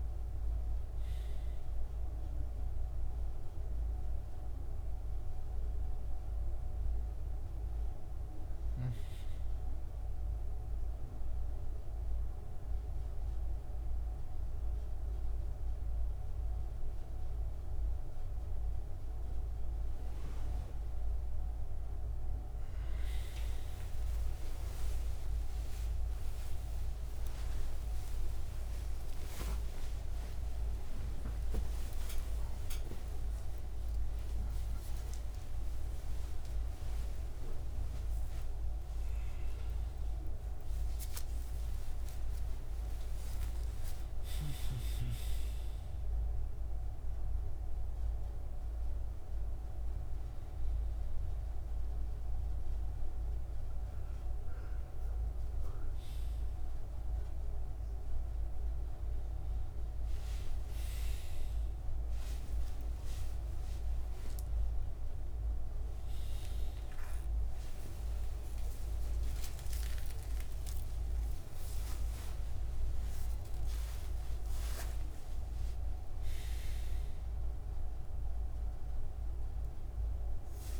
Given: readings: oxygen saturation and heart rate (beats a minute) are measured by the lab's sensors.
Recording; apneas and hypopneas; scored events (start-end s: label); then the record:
a person awake in a sleep study, hard to hear, by a room microphone; none
5.50-15.50 s: oxygen desaturation (device-marked, oxygen 98% before, 95% lowest, heart rate 74 before, 77 extreme)
29.50-47.50 s: oxygen desaturation (device-marked, oxygen 96% before, 93% lowest, heart rate 87 before, 73 extreme)
From the record:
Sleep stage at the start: awake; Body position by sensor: on the right side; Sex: male